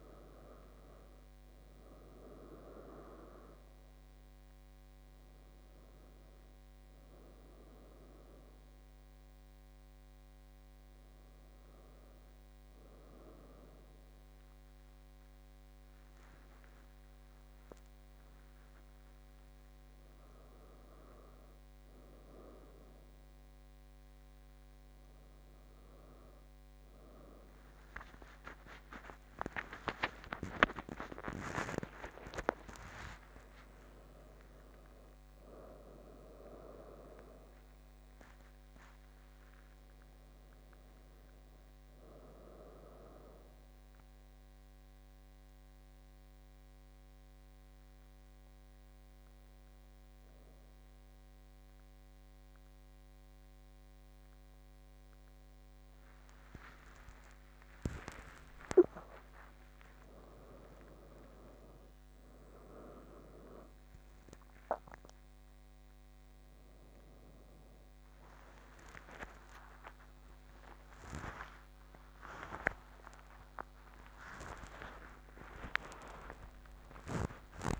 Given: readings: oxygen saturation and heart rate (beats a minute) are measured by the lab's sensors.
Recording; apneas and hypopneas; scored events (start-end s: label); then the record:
a person awake in a sleep study, by a microphone on the trachea; 1
44.00-57.00 s: mixed apnea (oxygen 99% before, 96% lowest, heart rate 81 before, 70 extreme, up 26 after)
From the record:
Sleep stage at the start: awake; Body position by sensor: on the back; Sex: female